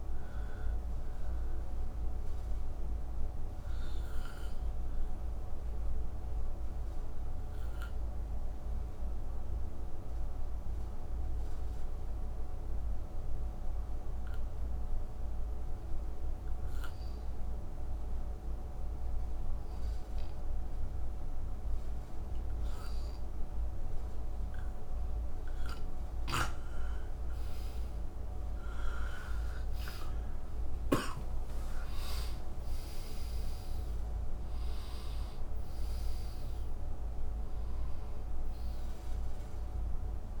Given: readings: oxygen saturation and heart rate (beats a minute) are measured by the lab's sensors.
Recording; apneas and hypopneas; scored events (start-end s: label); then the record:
breathing in sleep, hard to hear, by a room microphone; 1
0.00-10.50 s: oxygen desaturation (device-marked, oxygen 87% lowest, heart rate 52 extreme)
3.50-25.50 s: obstructive apnea (oxygen 95% before, 87% lowest, heart rate 76 before, 57 extreme, up 19 after)
23.50-40.40 s: oxygen desaturation (device-marked, oxygen 97% before, 88% lowest, heart rate 59 before, 57 extreme)
27.50-33.50 s: arousal
From the record:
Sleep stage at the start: N2 (light sleep); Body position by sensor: on the right side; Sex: male